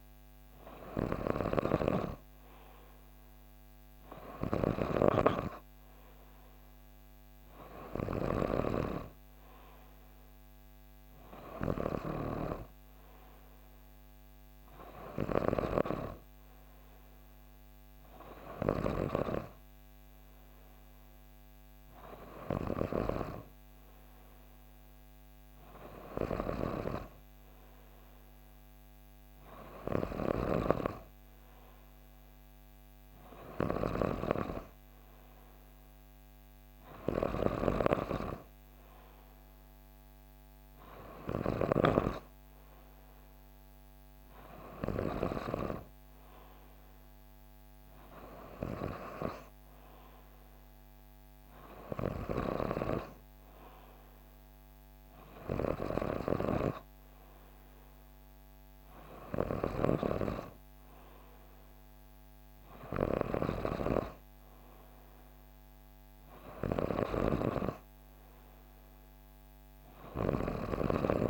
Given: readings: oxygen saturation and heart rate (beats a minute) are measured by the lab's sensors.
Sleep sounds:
breathing in sleep by a microphone on the trachea; none
none scored
From the record:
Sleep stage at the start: N3 (deep sleep); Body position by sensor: on the back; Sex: female

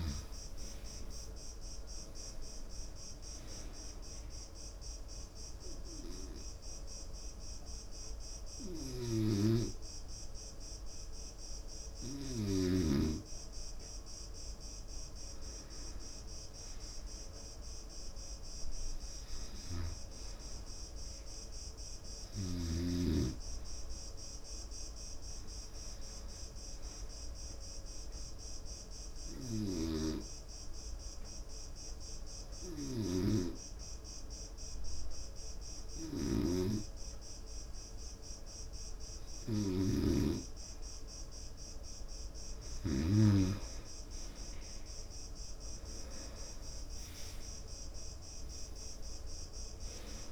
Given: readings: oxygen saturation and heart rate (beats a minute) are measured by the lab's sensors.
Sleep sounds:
breathing in sleep by a room microphone; 2
4.00-14.00 s: obstructive apnea (oxygen 95% before, 89% lowest, heart rate 72 before, 69 extreme, up 4 after)
13.50-29.50 s: oxygen desaturation (device-marked, oxygen 95% before, 90% lowest, heart rate 72 before, 69 extreme)
16.00-20.50 s: arousal
28.50-41.00 s: obstructive apnea (oxygen 95% before, 89% lowest, heart rate 73 before, 69 extreme, up 7 after)
43.00-48.50 s: arousal
From the record:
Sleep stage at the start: N2 (light sleep); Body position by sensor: on the right side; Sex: male

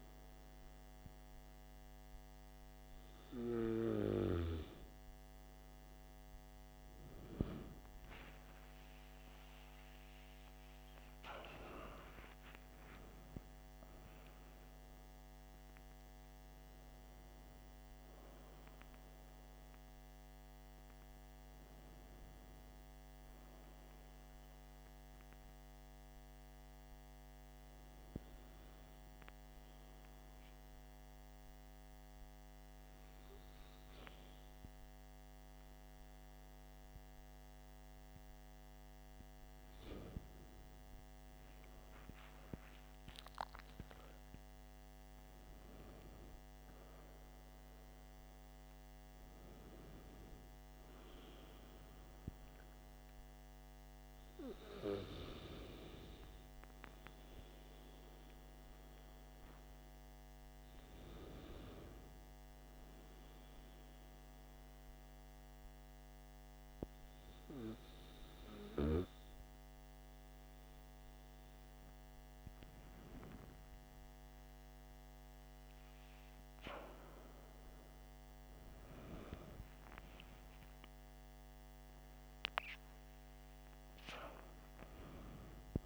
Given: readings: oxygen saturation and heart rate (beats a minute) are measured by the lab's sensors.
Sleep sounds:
breathing in sleep by a microphone on the trachea; 1
7.00-12.50 s: arousal
7.50-11.50 s: tachycardia (device-marked, heart rate 60 before, 102 extreme)
24.00-38.00 s: hypopnea (oxygen 95% before, 93% lowest, heart rate 77 before, 49 extreme, up 20 after)
40.50-46.00 s: arousal
70.50-85.86 s: new sleep stage, awake
71.50-85.50 s: tachycardia (device-marked, heart rate 61 before, 195 extreme)
From the record:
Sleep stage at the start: N2 (light sleep); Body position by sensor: on the back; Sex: male

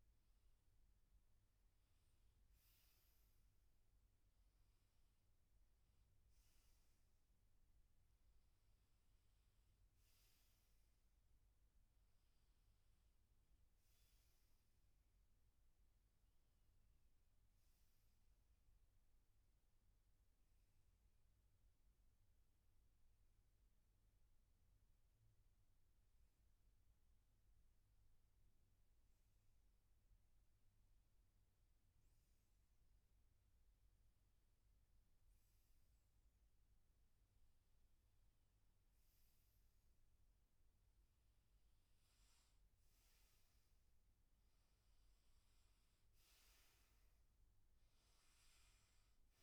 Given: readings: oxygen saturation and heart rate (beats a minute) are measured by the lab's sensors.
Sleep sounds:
breathing in sleep, hard to hear, by a room microphone; none
none scored
From the record:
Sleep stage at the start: N2 (light sleep); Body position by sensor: on the back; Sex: male

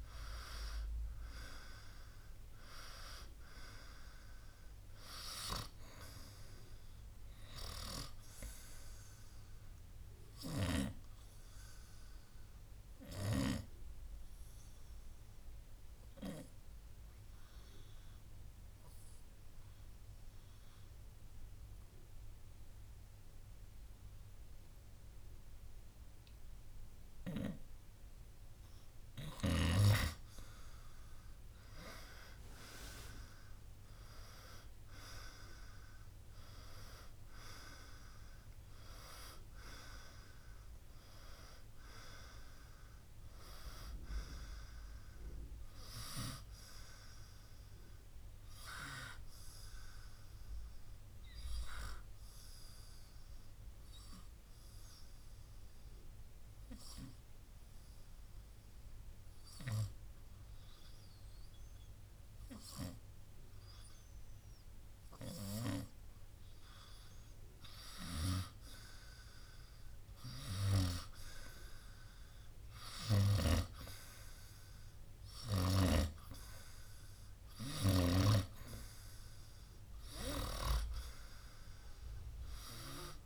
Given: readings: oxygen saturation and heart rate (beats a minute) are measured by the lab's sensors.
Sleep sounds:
breathing in sleep by a room microphone; 2
8.50-27.50 s: obstructive apnea (oxygen 97% before, 91% lowest, heart rate 64 before, 59 extreme, up 6 after)
13.50-28.50 s: oxygen desaturation (device-marked, oxygen 95% before, 91% lowest, heart rate 65 before, 59 extreme)
30.50-34.50 s: arousal
48.00-65.00 s: obstructive apnea (oxygen 96% before, 92% lowest, heart rate 65 before, 59 extreme, up 2 after)
54.50-68.50 s: oxygen desaturation (device-marked, oxygen 95% before, 92% lowest, heart rate 65 before, 59 extreme)
70.00-75.50 s: arousal
From the record:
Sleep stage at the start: N2 (light sleep); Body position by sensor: on the right side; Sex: male

